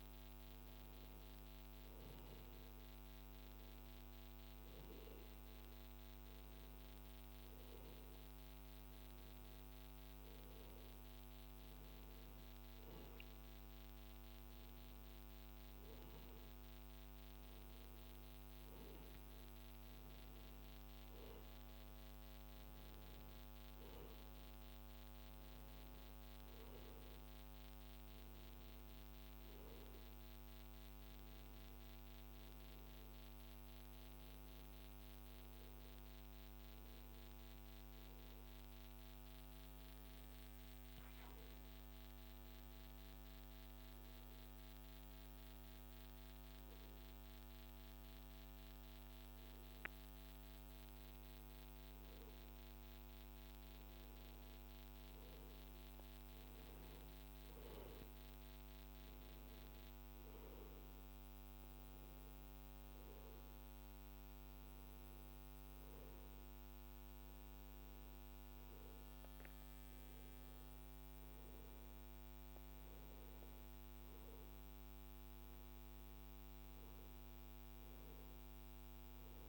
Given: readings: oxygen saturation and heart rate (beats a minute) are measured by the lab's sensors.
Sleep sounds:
breathing in sleep, hard to hear, by a microphone on the trachea; none
none scored
From the record:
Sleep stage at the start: N1 (lightest sleep); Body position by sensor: on the right side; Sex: male

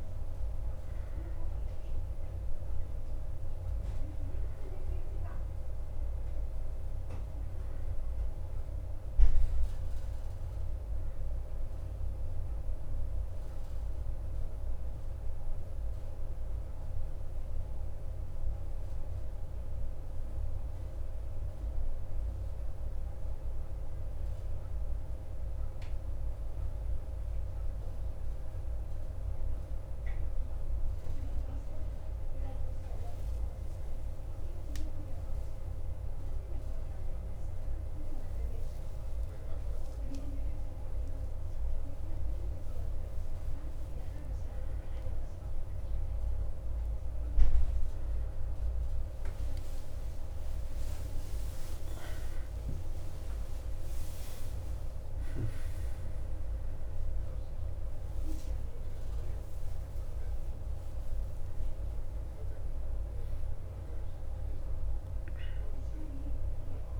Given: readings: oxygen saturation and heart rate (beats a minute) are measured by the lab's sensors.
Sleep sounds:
breathing in sleep, hard to hear, by a room microphone; 1
2.00-30.00 s: oxygen desaturation (device-marked, oxygen 92% before, 87% lowest, heart rate 58 before, 53 extreme)
18.00-40.50 s: obstructive apnea (oxygen 92% before, 87% lowest, heart rate 56 before, 53 extreme, up 28 after)
23.00-67.00 s: new sleep stage, N2 (light sleep)
44.50-50.00 s: arousal
56.00-64.00 s: tachycardia (device-marked, heart rate 61 before, 170 extreme)
From the record:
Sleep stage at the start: REM sleep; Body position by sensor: on the back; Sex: male

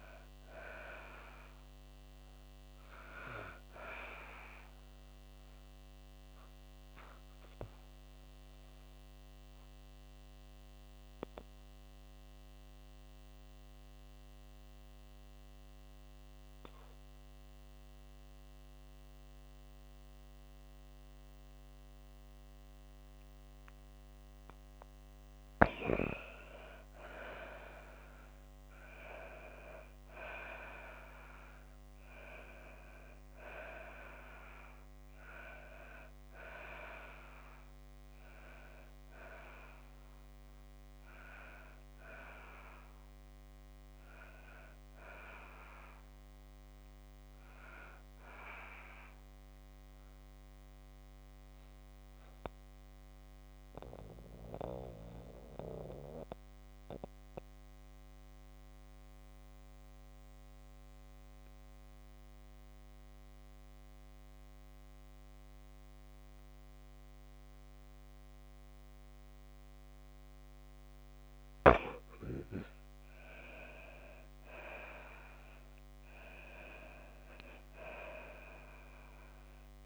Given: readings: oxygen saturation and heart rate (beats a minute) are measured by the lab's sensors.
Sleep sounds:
breathing in sleep by a microphone on the trachea; 2
5.00-24.00 s: obstructive apnea (oxygen 97% before, 86% lowest, heart rate 62 before, 55 extreme, up 10 after)
8.00-25.00 s: oxygen desaturation (device-marked, oxygen 96% before, 91% lowest, heart rate 62 before, 55 extreme)
27.00-31.50 s: arousal
35.00-64.00 s: oxygen desaturation (device-marked, oxygen 96% before, 86% lowest, heart rate 62 before, 52 extreme)
49.50-70.00 s: mixed apnea (oxygen 96% before, 86% lowest, heart rate 76 before, 52 extreme, up 10 after)
73.00-77.00 s: arousal
From the record:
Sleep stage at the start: N2 (light sleep); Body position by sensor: on the back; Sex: female

